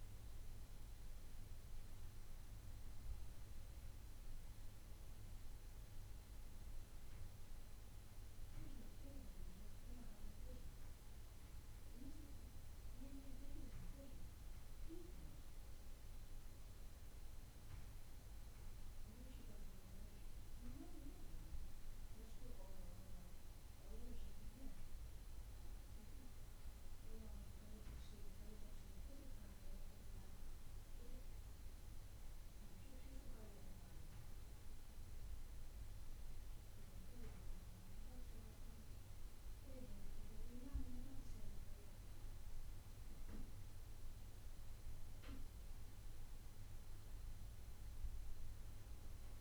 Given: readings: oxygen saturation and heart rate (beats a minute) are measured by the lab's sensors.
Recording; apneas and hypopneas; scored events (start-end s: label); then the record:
breathing in sleep by a room microphone; none
31.00-36.00 s: arousal
From the record:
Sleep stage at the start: N2 (light sleep); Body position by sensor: on the back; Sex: male